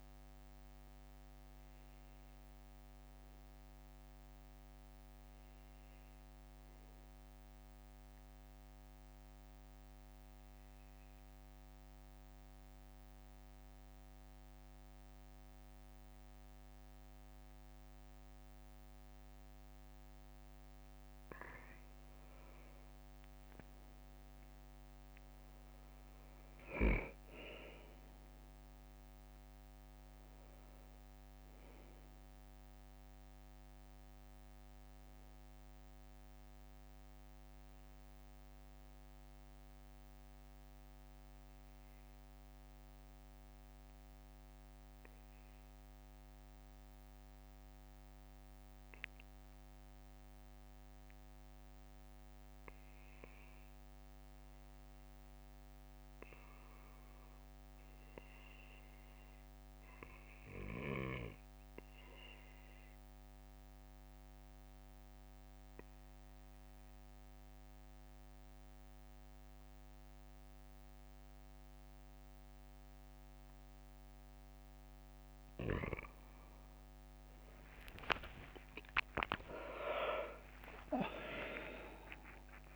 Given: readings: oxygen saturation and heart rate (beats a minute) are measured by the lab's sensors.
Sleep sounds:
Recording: breathing in sleep by a microphone on the trachea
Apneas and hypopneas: 2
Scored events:
6.50-20.50 s: obstructive apnea (oxygen 98% before, 94% lowest, heart rate 68 before, 64 extreme, up 2 after)
22.50-26.00 s: arousal
24.50-41.50 s: oxygen desaturation (device-marked, oxygen 98% before, 94% lowest, heart rate 64 before, 64 extreme)
38.50-75.00 s: obstructive apnea (oxygen 98% before, 92% lowest, heart rate 65 before, 65 extreme, up 8 after)
64.50-69.00 s: leg movement (device-marked)
77.00-80.50 s: arousal
From the record:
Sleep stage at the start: N2 (light sleep)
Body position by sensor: on the back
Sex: male

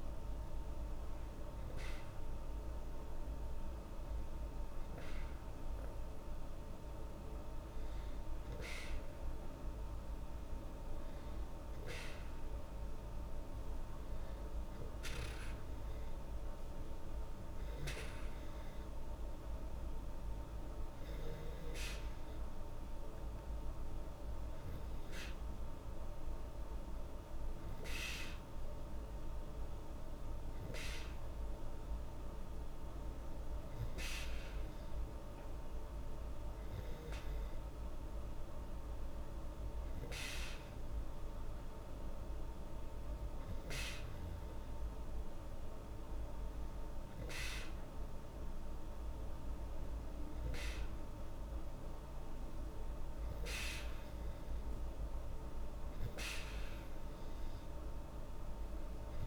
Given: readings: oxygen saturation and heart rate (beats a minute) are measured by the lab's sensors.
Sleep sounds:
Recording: breathing in sleep, hard to hear, by a room microphone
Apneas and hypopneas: none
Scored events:
none scored
From the record:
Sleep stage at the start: N2 (light sleep)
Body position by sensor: on the back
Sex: female

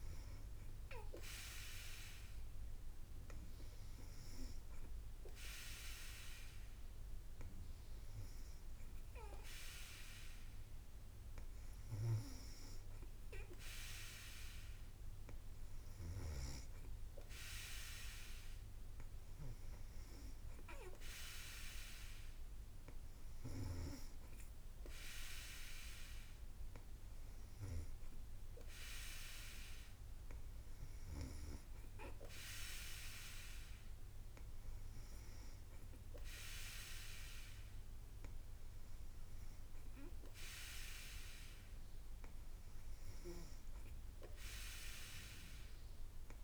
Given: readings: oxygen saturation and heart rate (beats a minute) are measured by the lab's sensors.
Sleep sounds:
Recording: breathing in sleep by a room microphone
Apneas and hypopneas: none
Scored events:
0.00-3.50 s: drop in pulse transit time (device-marked, heart rate 58 extreme)
From the record:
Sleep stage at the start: N3 (deep sleep)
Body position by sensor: on the back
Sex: female

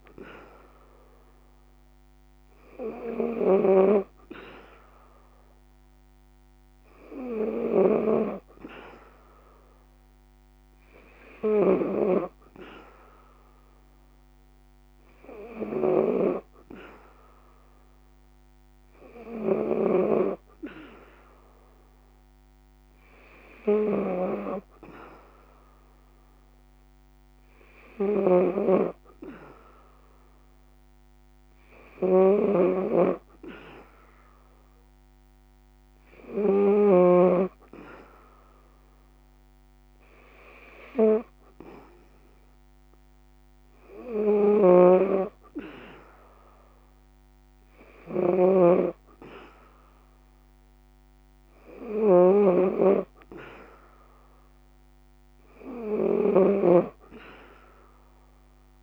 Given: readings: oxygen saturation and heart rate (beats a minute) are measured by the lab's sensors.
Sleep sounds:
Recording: breathing in sleep by a microphone on the trachea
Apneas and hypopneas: none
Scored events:
0.00-36.50 s: snoring (device-marked)
43.50-58.83 s: snoring (device-marked)
From the record:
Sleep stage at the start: N3 (deep sleep)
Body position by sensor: on the back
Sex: female

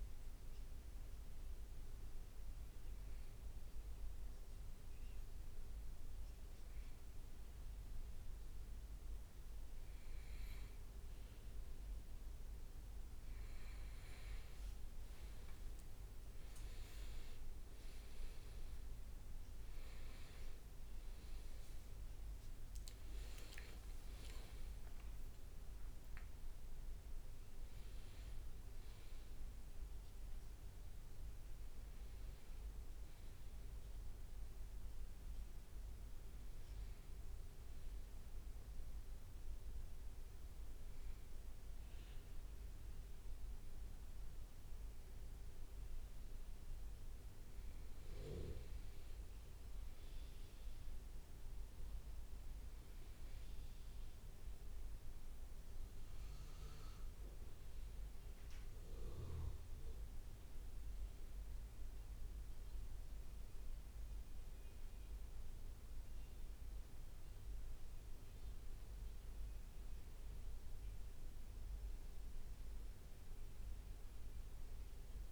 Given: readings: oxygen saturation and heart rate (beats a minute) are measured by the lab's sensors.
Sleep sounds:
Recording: breathing in sleep, hard to hear, by a room microphone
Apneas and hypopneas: 2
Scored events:
1.50-13.00 s: hypopnea (oxygen 99% before, 95% lowest, heart rate 69 before, 63 extreme, up 6 after)
16.00-75.32 s: new sleep stage, N1 (lightest sleep)
16.50-22.50 s: arousal
17.00-34.00 s: oxygen desaturation (device-marked, oxygen 99% before, 95% lowest, heart rate 64 before, 62 extreme)
23.00-25.50 s: leg movement (device-marked)
37.50-48.00 s: hypopnea (oxygen 99% before, 95% lowest, heart rate 69 before, 62 extreme, up 2 after)
53.00-58.00 s: arousal
From the record:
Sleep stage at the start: N2 (light sleep)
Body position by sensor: on the back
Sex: male

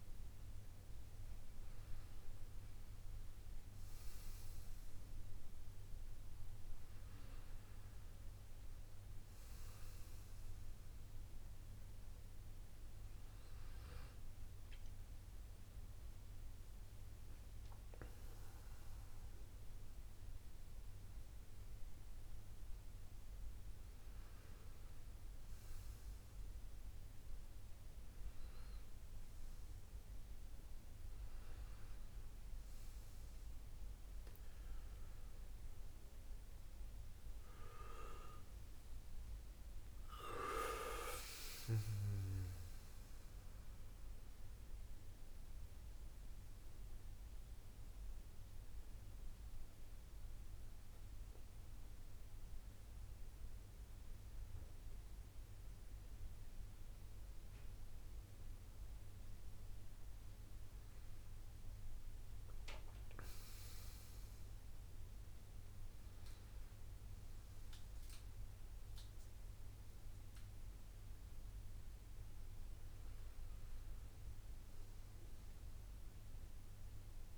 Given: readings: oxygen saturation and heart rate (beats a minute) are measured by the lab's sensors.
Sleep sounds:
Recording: breathing in sleep, hard to hear, by a room microphone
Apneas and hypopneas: none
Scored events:
10.50-16.50 s: oxygen desaturation (device-marked, oxygen 97% before, 93% lowest, heart rate 80 before, 81 extreme)
36.50-40.50 s: arousal
63.50-75.50 s: oxygen desaturation (device-marked, oxygen 98% before, 91% lowest, heart rate 81 before, 80 extreme)
From the record:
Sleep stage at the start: N1 (lightest sleep)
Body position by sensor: on the back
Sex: male

